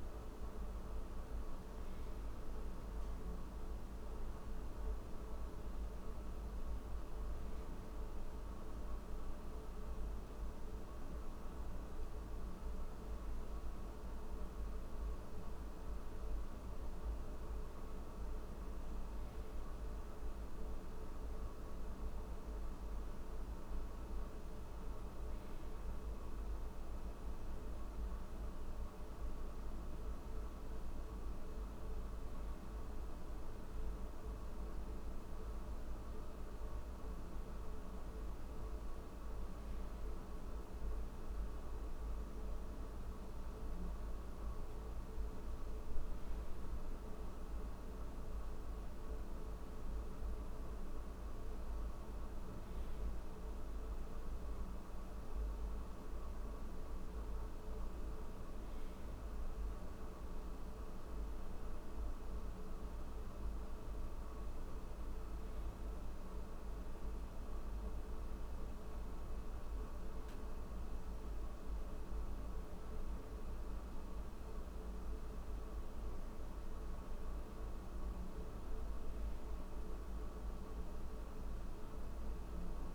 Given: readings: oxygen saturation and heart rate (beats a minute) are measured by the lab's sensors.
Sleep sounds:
breathing in sleep, hard to hear, by a room microphone; none
none scored
From the record:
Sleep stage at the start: N3 (deep sleep); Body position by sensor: on the back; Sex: male

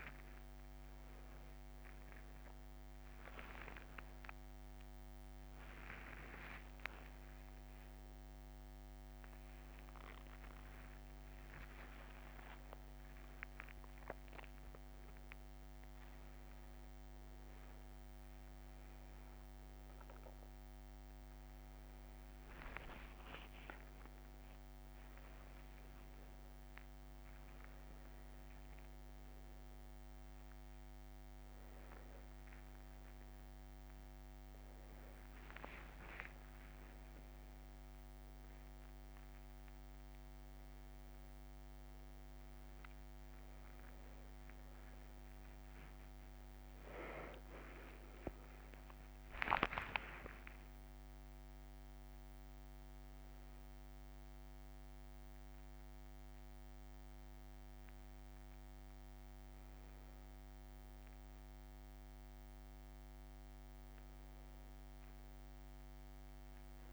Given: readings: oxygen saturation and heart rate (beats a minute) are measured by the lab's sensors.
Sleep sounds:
a person awake in a sleep study, by a microphone on the trachea; none
0.00-1.00 s: long interval between heartbeats (device-marked, heart rate 80 extreme)
3.00-5.00 s: long interval between heartbeats (device-marked, heart rate 72 before, 89 extreme)
7.00-9.00 s: long interval between heartbeats (device-marked, heart rate 69 before, 55 extreme)
9.00-11.00 s: long interval between heartbeats (device-marked, heart rate 65 before, 66 extreme)
23.00-25.00 s: long interval between heartbeats (device-marked)
34.00-36.00 s: long interval between heartbeats (device-marked)
36.50-38.50 s: long interval between heartbeats (device-marked)
39.50-41.50 s: long interval between heartbeats (device-marked, heart rate 33 before, 87 extreme)
44.50-46.50 s: long interval between heartbeats (device-marked, heart rate 47 before, 49 extreme)
52.00-54.00 s: long interval between heartbeats (device-marked, heart rate 58 before, 39 extreme)
59.00-61.00 s: long interval between heartbeats (device-marked, heart rate 48 before, 36 extreme)
63.50-65.50 s: long interval between heartbeats (device-marked, heart rate 40 before, 34 extreme)
From the record:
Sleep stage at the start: awake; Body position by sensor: on the back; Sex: male

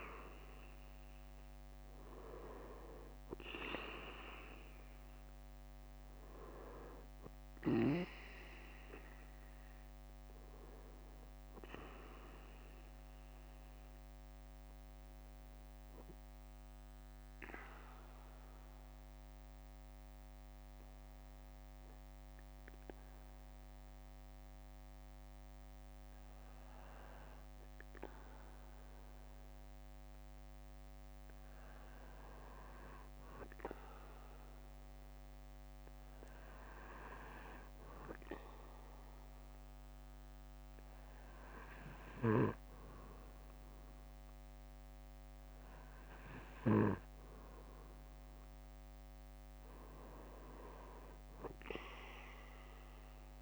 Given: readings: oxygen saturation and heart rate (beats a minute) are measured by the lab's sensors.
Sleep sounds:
breathing in sleep by a microphone on the trachea; 1
6.50-8.50 s: bradycardia (device-marked, heart rate 59 before, 60 extreme)
9.50-11.50 s: bradycardia (device-marked, heart rate 59 before, 58 extreme)
15.50-29.50 s: bradycardia (device-marked, heart rate 59 before, 55 extreme)
16.50-27.50 s: obstructive apnea (oxygen 96% before, 94% lowest, heart rate 63 before, 55 extreme, up 5 after)
30.50-32.50 s: bradycardia (device-marked, heart rate 59 before, 58 extreme)
31.50-35.50 s: arousal
40.50-42.50 s: bradycardia (device-marked, heart rate 59 before, 60 extreme)
50.50-52.50 s: bradycardia (device-marked, heart rate 60 before, 62 extreme)
From the record:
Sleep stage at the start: N2 (light sleep); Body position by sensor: on the back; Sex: male

